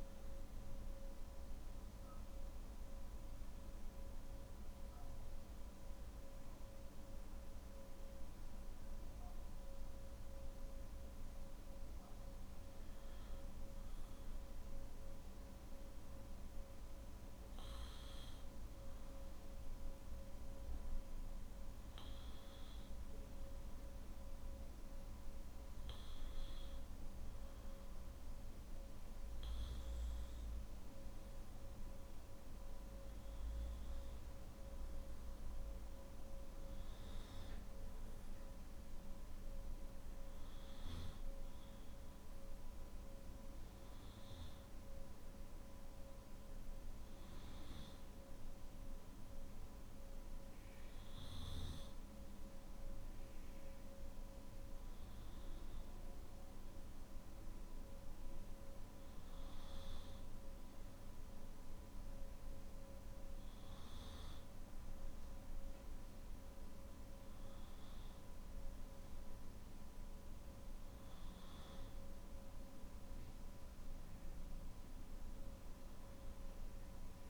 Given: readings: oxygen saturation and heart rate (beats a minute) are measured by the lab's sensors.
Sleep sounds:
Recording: breathing in sleep, hard to hear, by a room microphone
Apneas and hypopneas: none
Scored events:
none scored
From the record:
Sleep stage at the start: N3 (deep sleep)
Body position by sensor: on the back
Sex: male

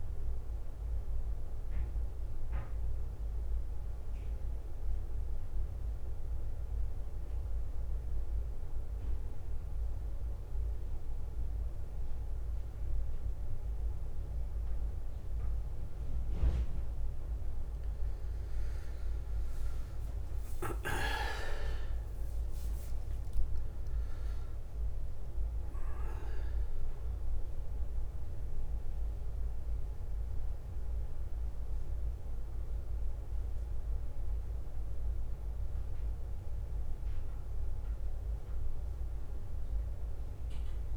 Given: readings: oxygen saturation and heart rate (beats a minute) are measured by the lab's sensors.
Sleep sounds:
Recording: a person partly awake in a sleep study, hard to hear, by a room microphone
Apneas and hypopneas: 1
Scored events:
0.00-20.50 s: bradycardia (device-marked, heart rate 55 extreme)
0.50-40.97 s: new sleep stage, N2 (light sleep)
6.50-19.00 s: mixed apnea (oxygen 97% before, 91% lowest, heart rate 58 before, 53 extreme, up 8 after)
20.00-24.00 s: arousal
23.50-35.50 s: oxygen desaturation (device-marked, oxygen 96% before, 91% lowest, heart rate 57 before, 52 extreme)
34.50-40.97 s: bradycardia (device-marked, heart rate 58 before, 53 extreme)
From the record:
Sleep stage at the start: awake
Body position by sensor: on the back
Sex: male

